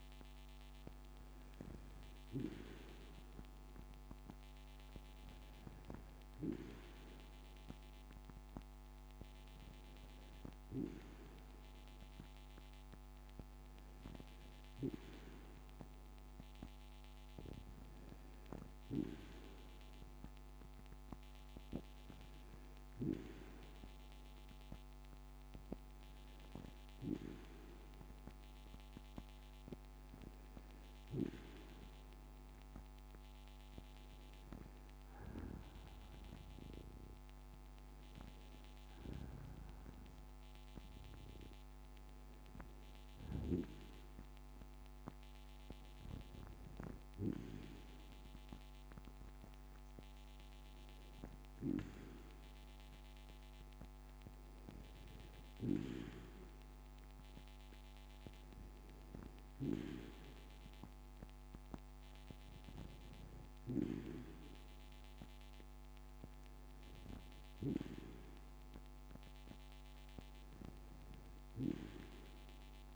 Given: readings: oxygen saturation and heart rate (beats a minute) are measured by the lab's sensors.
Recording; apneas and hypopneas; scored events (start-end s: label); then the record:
breathing in sleep by a microphone on the trachea; none
none scored
From the record:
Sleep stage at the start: N2 (light sleep); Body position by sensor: on the back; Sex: female